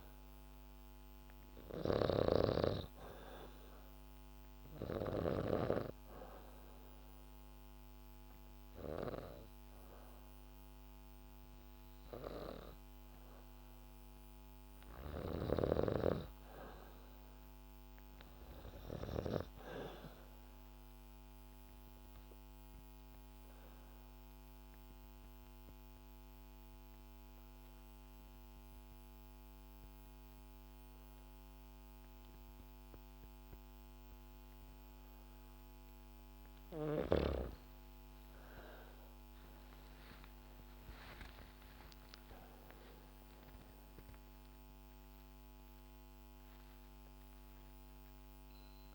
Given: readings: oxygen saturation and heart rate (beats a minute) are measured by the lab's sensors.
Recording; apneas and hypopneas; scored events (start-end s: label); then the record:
breathing in sleep by a microphone on the trachea; 2
0.00-5.00 s: snoring (device-marked)
2.50-17.50 s: oxygen desaturation (device-marked, oxygen 95% before, 91% lowest, heart rate 74 before, 68 extreme)
4.50-15.00 s: obstructive apnea (oxygen 95% before, 89% lowest, heart rate 74 before, 68 extreme, up 2 after)
14.50-19.00 s: snoring (device-marked)
16.00-19.50 s: arousal
21.00-36.50 s: obstructive apnea (oxygen 96% before, 89% lowest, heart rate 74 before, 67 extreme, up 17 after)
22.50-48.95 s: new sleep stage, N2 (light sleep)
23.50-35.50 s: oxygen desaturation (device-marked, oxygen 96% before, 92% lowest, heart rate 74 before, 67 extreme)
37.50-48.95 s: oxygen desaturation (device-marked, oxygen 96% before, 89% lowest, heart rate 72 before, 65 extreme)
38.50-44.00 s: arousal
From the record:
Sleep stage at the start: N3 (deep sleep); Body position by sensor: on the back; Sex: female